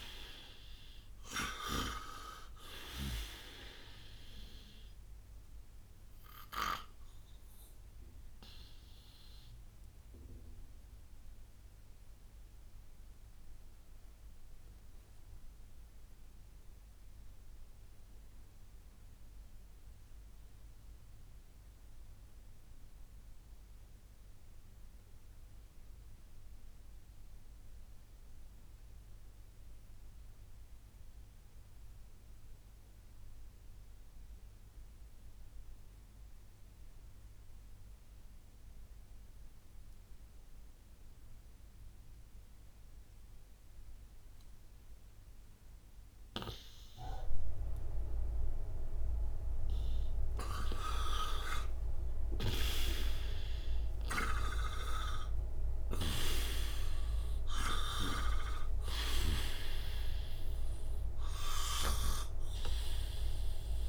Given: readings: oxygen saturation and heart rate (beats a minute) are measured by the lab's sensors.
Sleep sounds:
breathing in sleep by a room microphone; 1
0.00-24.50 s: oxygen desaturation (device-marked, oxygen 87% lowest, heart rate 59 extreme)
6.00-49.50 s: obstructive apnea (oxygen 98% before, 83% lowest, heart rate 65 before, 59 extreme, up 47 after)
36.50-63.89 s: oxygen desaturation (device-marked, oxygen 98% before, 83% lowest, heart rate 59 before, 58 extreme)
50.50-55.00 s: arousal
52.00-59.50 s: snoring (device-marked)
61.50-63.89 s: snoring (device-marked)
From the record:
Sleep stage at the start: N2 (light sleep); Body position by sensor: on the right side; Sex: male

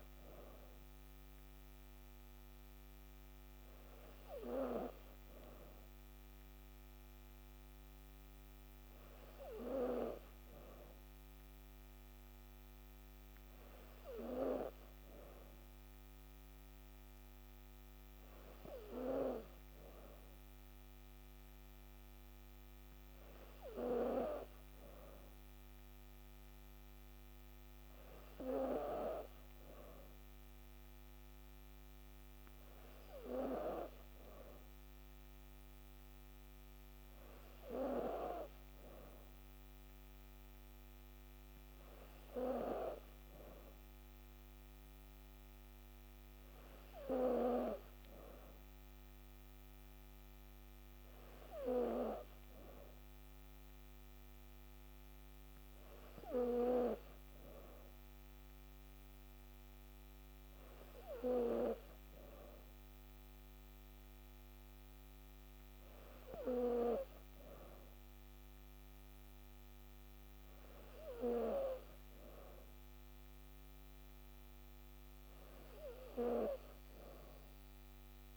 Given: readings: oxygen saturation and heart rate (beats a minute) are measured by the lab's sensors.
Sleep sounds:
breathing in sleep by a microphone on the trachea; none
none scored
From the record:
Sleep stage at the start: N3 (deep sleep); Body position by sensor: on the back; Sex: female

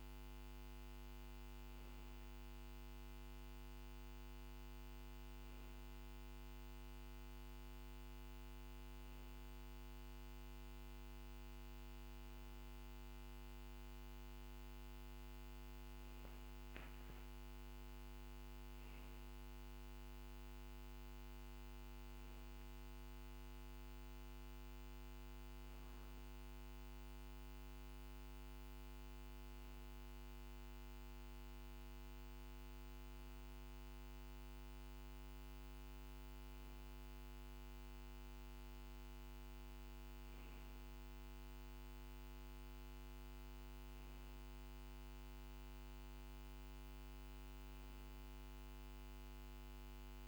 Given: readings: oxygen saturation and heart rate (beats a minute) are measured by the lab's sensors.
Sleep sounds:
breathing in sleep, hard to hear, by a microphone on the trachea; none
none scored
From the record:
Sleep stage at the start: N2 (light sleep); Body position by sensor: on the back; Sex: male

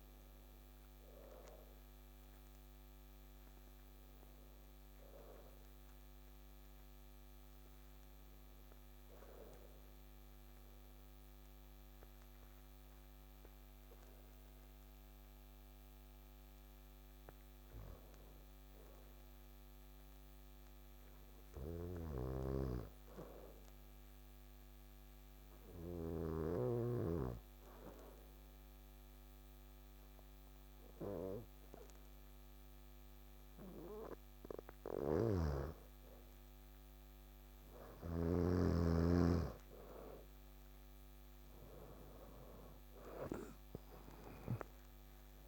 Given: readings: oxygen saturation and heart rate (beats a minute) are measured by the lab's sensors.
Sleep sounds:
breathing in sleep by a microphone on the trachea; 1
0.00-10.00 s: oxygen desaturation (device-marked, oxygen 91% lowest, heart rate 63 extreme)
6.00-38.00 s: obstructive apnea (oxygen 99% before, 91% lowest, heart rate 72 before, 63 extreme, up 5 after)
21.50-26.00 s: snoring (device-marked)
25.00-45.48 s: oxygen desaturation (device-marked, oxygen 99% before, 91% lowest, heart rate 65 before, 65 extreme)
34.50-38.50 s: snoring (device-marked)
40.50-44.00 s: arousal
From the record:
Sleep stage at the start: N2 (light sleep); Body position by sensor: on the back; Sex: male

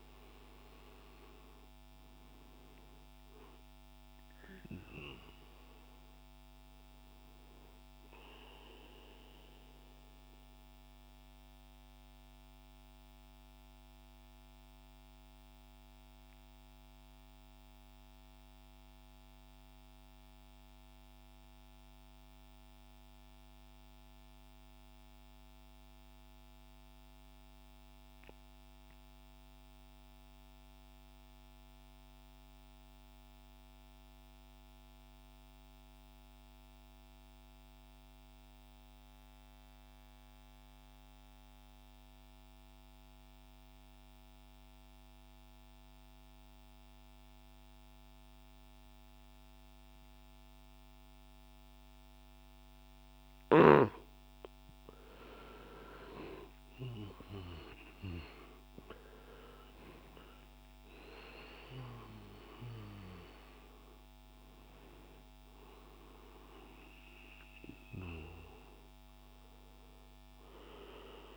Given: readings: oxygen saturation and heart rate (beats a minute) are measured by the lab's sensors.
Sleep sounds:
breathing in sleep by a microphone on the trachea; 1
0.00-16.00 s: oxygen desaturation (device-marked, oxygen 88% lowest, heart rate 58 extreme)
10.50-53.50 s: mixed apnea (oxygen 96% before, 84% lowest, heart rate 76 before, 61 extreme, up 22 after)
37.00-71.37 s: oxygen desaturation (device-marked, oxygen 98% before, 84% lowest, heart rate 66 before, 62 extreme)
54.50-59.00 s: arousal
From the record:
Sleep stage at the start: N2 (light sleep); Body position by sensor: on the back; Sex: male

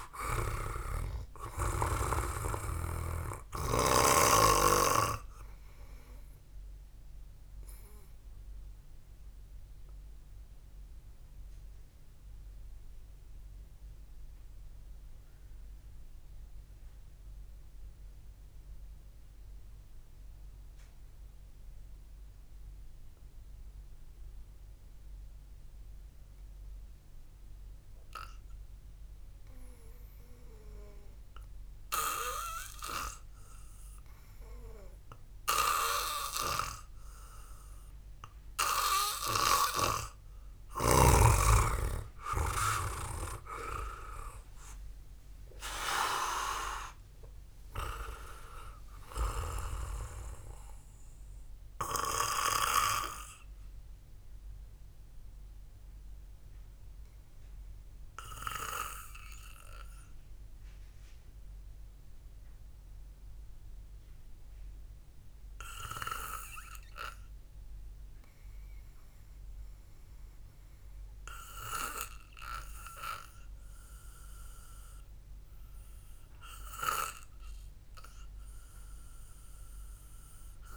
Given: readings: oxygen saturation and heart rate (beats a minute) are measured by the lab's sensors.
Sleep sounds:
breathing in sleep by a room microphone; 2
0.00-1.00 s: arousal
0.00-2.50 s: snoring (device-marked)
0.00-12.50 s: oxygen desaturation (device-marked, oxygen 93% lowest, heart rate 51 extreme)
11.50-31.00 s: mixed apnea (oxygen 98% before, 90% lowest, heart rate 56 before, 52 extreme, up 0 after)
19.50-28.50 s: oxygen desaturation (device-marked, oxygen 94% before, 91% lowest, heart rate 58 before, 52 extreme)
41.00-46.50 s: arousal
43.50-56.50 s: oxygen desaturation (device-marked, oxygen 97% before, 94% lowest, heart rate 59 before, 60 extreme)
54.00-70.50 s: mixed apnea (oxygen 98% before, 90% lowest, heart rate 59 before, 53 extreme, up 1 after)
64.50-72.50 s: oxygen desaturation (device-marked, oxygen 94% before, 90% lowest, heart rate 64 before, 53 extreme)
72.50-76.50 s: arousal
From the record:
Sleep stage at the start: N2 (light sleep); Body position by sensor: on the back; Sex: male

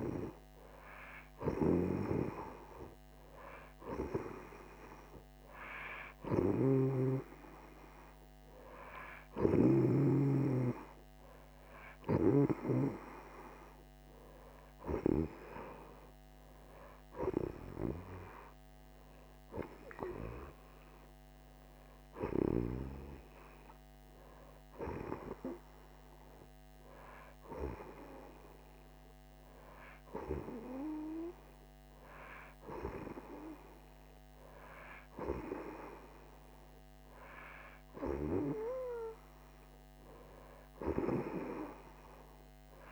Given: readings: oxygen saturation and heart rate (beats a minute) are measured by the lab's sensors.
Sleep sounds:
breathing in sleep by a microphone on the trachea; none
6.00-12.50 s: snoring (device-marked)
From the record:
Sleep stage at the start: N2 (light sleep); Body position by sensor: on the right side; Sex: female

